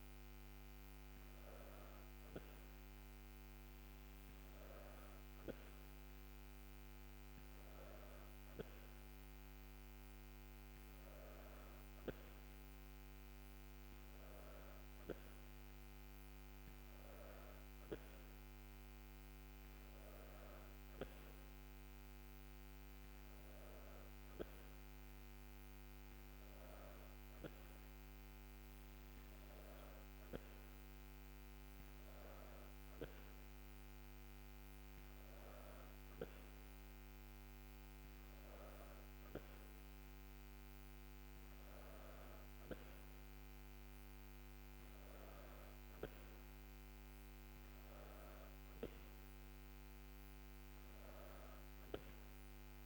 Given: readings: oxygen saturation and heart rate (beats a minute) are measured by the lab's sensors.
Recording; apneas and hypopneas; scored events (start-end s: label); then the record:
breathing in sleep, hard to hear, by a microphone on the trachea; none
none scored
From the record:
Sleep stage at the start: N2 (light sleep); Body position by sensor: on the back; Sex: female